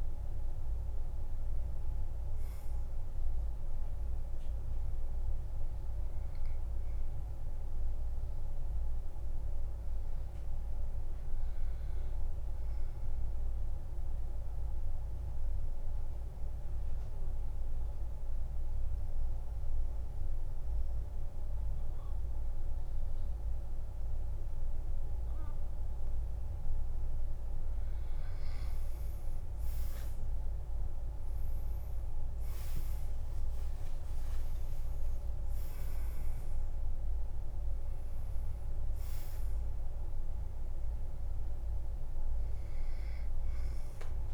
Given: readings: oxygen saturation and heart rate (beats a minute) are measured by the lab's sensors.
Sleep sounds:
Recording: breathing in sleep, hard to hear, by a room microphone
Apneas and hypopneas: 1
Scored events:
0.00-18.50 s: oxygen desaturation (device-marked, oxygen 91% lowest, heart rate 49 extreme)
9.00-25.00 s: obstructive apnea (oxygen 98% before, 91% lowest, heart rate 61 before, 48 extreme, up 10 after)
29.50-33.50 s: arousal
32.50-44.34 s: oxygen desaturation (device-marked, oxygen 99% before, 92% lowest, heart rate 51 before, 47 extreme)
From the record:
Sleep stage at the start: N2 (light sleep)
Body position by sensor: on the back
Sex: male

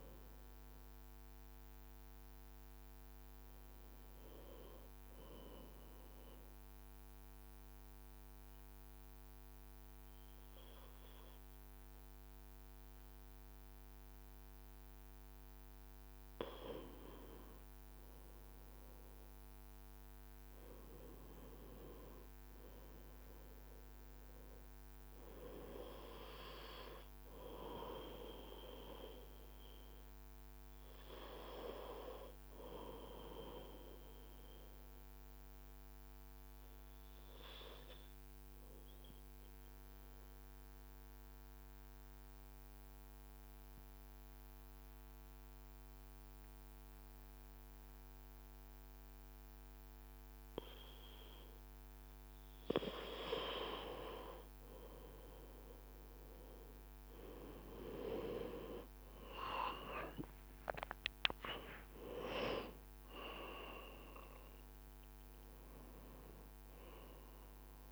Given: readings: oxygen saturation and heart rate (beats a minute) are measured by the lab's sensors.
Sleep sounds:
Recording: breathing in sleep by a microphone on the trachea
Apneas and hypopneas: 2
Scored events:
4.50-14.50 s: mixed apnea (oxygen 97% before, 92% lowest, heart rate 57 before, 52 extreme, up 0 after)
22.50-26.00 s: arousal
24.50-45.50 s: oxygen desaturation (device-marked, oxygen 95% before, 92% lowest, heart rate 53 before, 51 extreme)
34.00-51.00 s: obstructive apnea (oxygen 96% before, 92% lowest, heart rate 53 before, 51 extreme, up 1 after)
35.00-36.00 s: leg movement (device-marked)
52.50-67.92 s: new sleep stage, N1 (lightest sleep)
55.50-60.50 s: arousal
59.00-65.00 s: leg movement (device-marked)
From the record:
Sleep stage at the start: N2 (light sleep)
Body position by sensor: on the back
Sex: male

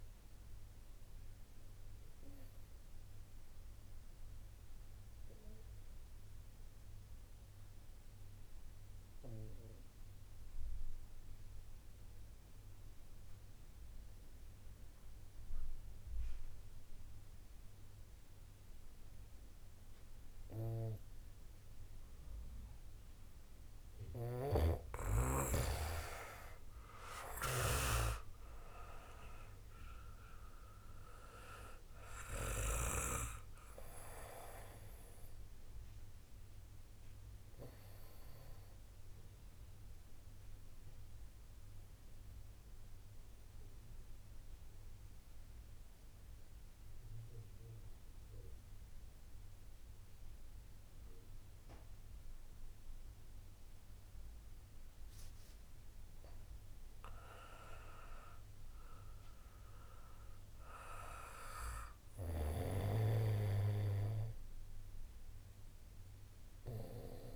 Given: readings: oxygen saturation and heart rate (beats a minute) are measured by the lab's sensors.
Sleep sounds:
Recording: breathing in sleep by a room microphone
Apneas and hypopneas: 2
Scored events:
0.00-14.00 s: oxygen desaturation (device-marked, oxygen 86% lowest, heart rate 27 extreme)
0.50-24.00 s: obstructive apnea (oxygen 95% before, 86% lowest, heart rate 54 before, 40 extreme, up 3 after)
24.50-28.00 s: snoring (device-marked)
28.00-51.00 s: oxygen desaturation (device-marked, oxygen 97% before, 88% lowest, heart rate 66 before, 28 extreme)
29.00-33.00 s: arousal
38.50-56.00 s: obstructive apnea (oxygen 97% before, 88% lowest, heart rate 61 before, 28 extreme, up 6 after)
58.50-61.50 s: arousal
61.00-67.36 s: oxygen desaturation (device-marked, oxygen 97% before, 92% lowest, heart rate 63 before, 28 extreme)
From the record:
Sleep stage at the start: N2 (light sleep)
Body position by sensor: on the back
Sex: male

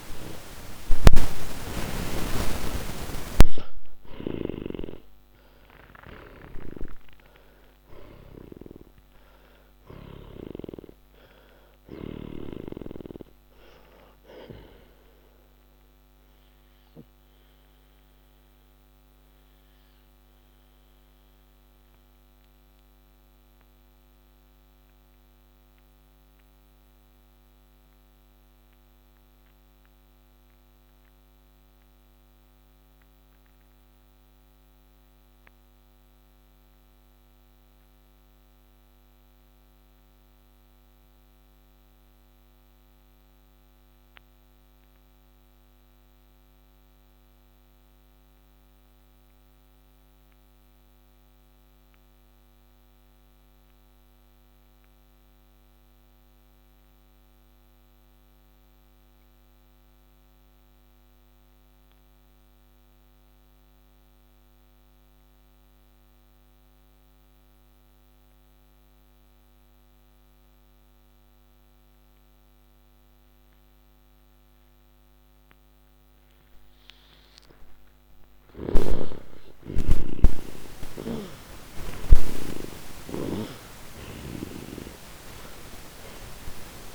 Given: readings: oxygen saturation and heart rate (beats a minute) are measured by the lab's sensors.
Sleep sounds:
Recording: breathing in sleep by a microphone on the trachea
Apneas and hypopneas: 1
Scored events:
0.00-1.00 s: arousal
0.00-1.50 s: snoring (device-marked)
0.00-14.50 s: oxygen desaturation (device-marked, oxygen 90% lowest)
3.50-11.50 s: snoring (device-marked)
16.50-50.50 s: oxygen desaturation (device-marked, oxygen 92% before, 81% lowest)
16.50-74.50 s: mixed apnea (oxygen 96% before, 80% lowest)
70.50-86.95 s: oxygen desaturation (device-marked, oxygen 99% before, 80% lowest, heart rate 158 before, 127 extreme)
78.50-83.50 s: arousal
82.50-86.95 s: snoring (device-marked)
From the record:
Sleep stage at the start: N2 (light sleep)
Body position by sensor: on the back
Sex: male

